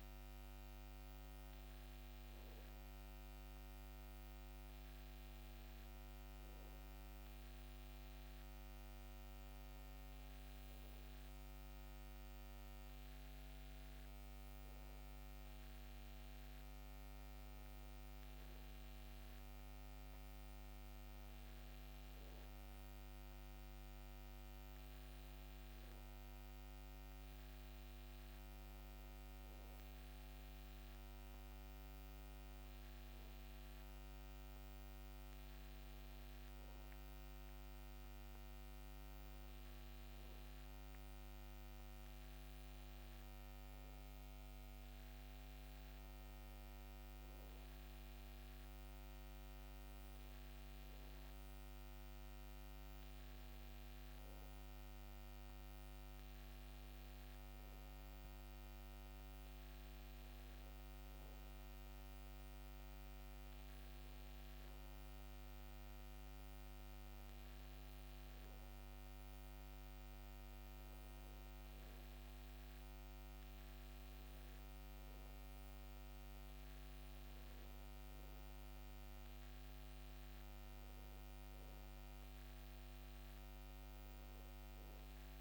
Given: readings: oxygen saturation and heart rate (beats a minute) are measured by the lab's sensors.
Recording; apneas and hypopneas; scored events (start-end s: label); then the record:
breathing in sleep, hard to hear, by a microphone on the trachea; none
16.50-85.41 s: new sleep stage, N2 (light sleep)
From the record:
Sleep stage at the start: N1 (lightest sleep); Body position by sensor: on the back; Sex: male